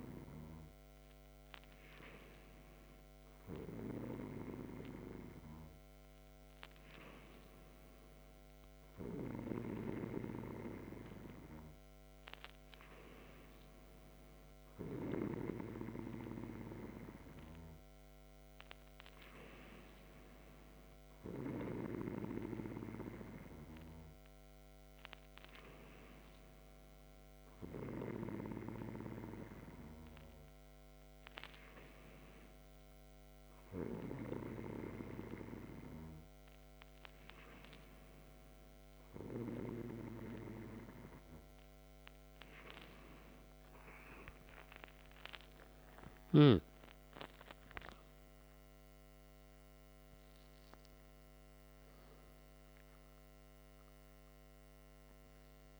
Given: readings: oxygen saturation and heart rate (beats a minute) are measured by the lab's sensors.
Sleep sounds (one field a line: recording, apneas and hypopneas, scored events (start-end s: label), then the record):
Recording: breathing in sleep by a microphone on the trachea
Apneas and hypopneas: none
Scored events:
44.50-49.50 s: arousal
From the record:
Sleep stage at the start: N2 (light sleep)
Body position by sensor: on the back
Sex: male